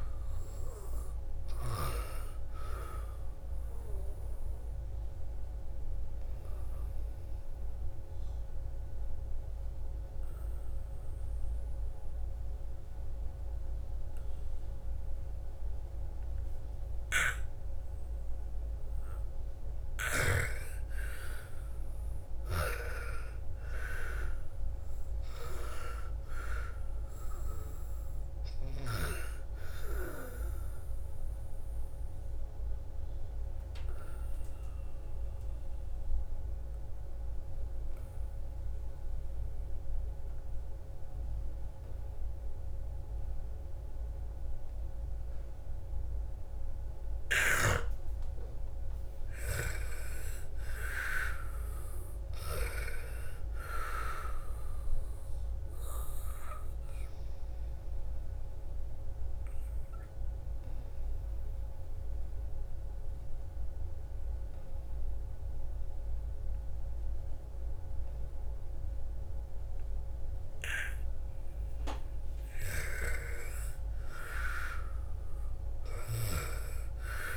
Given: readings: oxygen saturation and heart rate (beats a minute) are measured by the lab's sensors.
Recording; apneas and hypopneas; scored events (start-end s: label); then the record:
breathing in sleep by a room microphone; 3
0.00-17.00 s: oxygen desaturation (device-marked, oxygen 89% lowest, heart rate 54 extreme)
4.00-19.00 s: obstructive apnea (oxygen 99% before, 86% lowest, heart rate 60 before, 54 extreme, up 11 after)
20.50-24.50 s: arousal
23.00-42.00 s: oxygen desaturation (device-marked, oxygen 98% before, 86% lowest, heart rate 58 before, 55 extreme)
31.50-47.50 s: obstructive apnea (oxygen 98% before, 86% lowest, heart rate 59 before, 55 extreme, up 13 after)
49.00-53.00 s: arousal
54.00-68.00 s: oxygen desaturation (device-marked, oxygen 98% before, 86% lowest, heart rate 56 before, 55 extreme)
57.50-72.50 s: obstructive apnea (oxygen 99% before, 85% lowest, heart rate 58 before, 55 extreme, up 10 after)
74.00-77.37 s: arousal
From the record:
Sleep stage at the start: N2 (light sleep); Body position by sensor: on the back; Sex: female